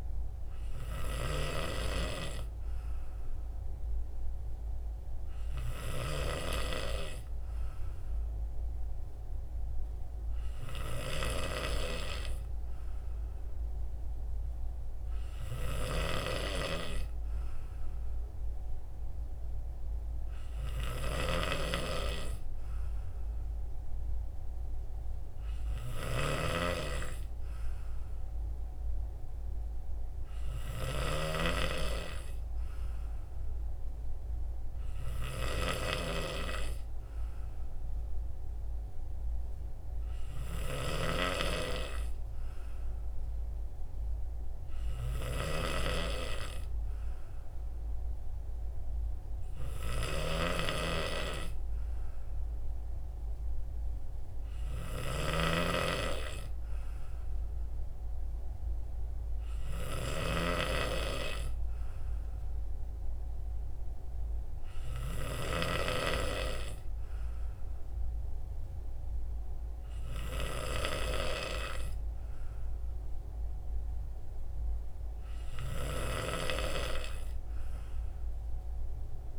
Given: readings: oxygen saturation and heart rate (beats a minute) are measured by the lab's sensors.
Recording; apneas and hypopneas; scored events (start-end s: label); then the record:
breathing in sleep by a room microphone; none
none scored
From the record:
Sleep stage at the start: N3 (deep sleep); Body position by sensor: on the right side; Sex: male